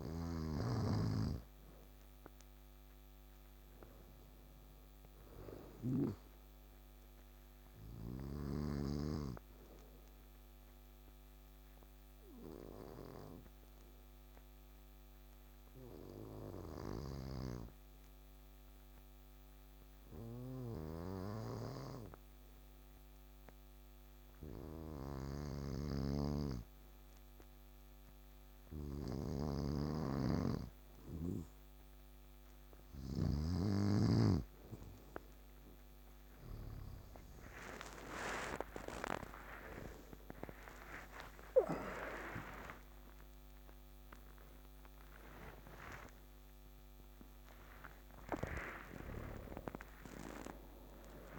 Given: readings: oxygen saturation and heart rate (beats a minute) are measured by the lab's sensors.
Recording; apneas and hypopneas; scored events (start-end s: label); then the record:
breathing in sleep by a microphone on the trachea; 1
0.00-6.00 s: snoring (device-marked)
1.00-23.00 s: oxygen desaturation (device-marked, oxygen 98% before, 94% lowest, heart rate 65 before, 65 extreme)
9.00-30.50 s: obstructive apnea (oxygen 98% before, 89% lowest, heart rate 67 before, 65 extreme, up 20 after)
16.50-36.50 s: snoring (device-marked)
33.00-51.39 s: oxygen desaturation (device-marked, oxygen 97% before, 89% lowest, heart rate 66 before, 62 extreme)
37.50-43.50 s: arousal
From the record:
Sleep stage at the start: N2 (light sleep); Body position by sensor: on the back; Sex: male